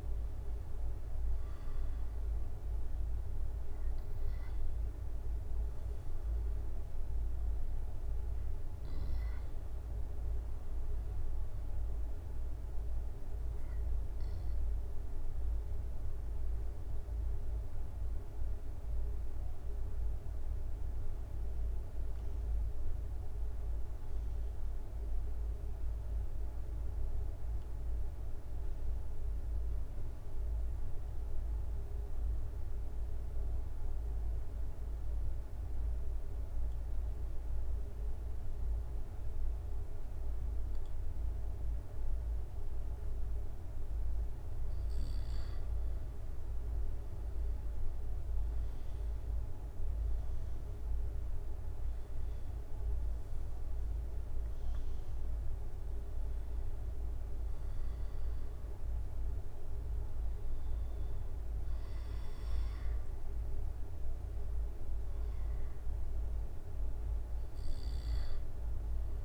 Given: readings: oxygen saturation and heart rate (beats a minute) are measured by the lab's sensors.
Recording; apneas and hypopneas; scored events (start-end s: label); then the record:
breathing in sleep, hard to hear, by a room microphone; 1
0.00-3.00 s: drop in pulse transit time (device-marked, heart rate 73 extreme)
16.00-43.00 s: obstructive apnea (oxygen 97% before, 91% lowest, heart rate 72 before, 65 extreme, up 4 after)
33.00-69.00 s: oxygen desaturation (device-marked, oxygen 97% before, 91% lowest, heart rate 67 before, 65 extreme)
46.00-50.50 s: arousal
53.00-63.00 s: drop in pulse transit time (device-marked, heart rate 67 before, 72 extreme)
From the record:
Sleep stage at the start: N2 (light sleep); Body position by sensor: on the back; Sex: male